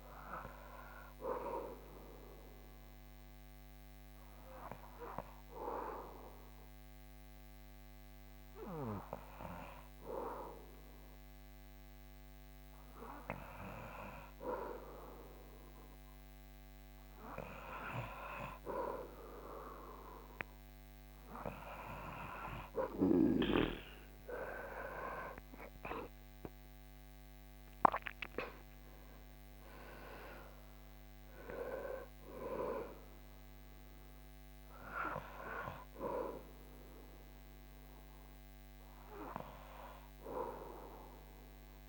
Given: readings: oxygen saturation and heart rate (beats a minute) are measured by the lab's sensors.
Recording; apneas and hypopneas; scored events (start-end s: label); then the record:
breathing in sleep by a microphone on the trachea; 1
3.00-15.50 s: obstructive apnea (oxygen 98% before, 95% lowest, heart rate 65 before, 60 extreme, up 5 after)
17.00-21.00 s: arousal
From the record:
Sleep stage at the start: N2 (light sleep); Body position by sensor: on the back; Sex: male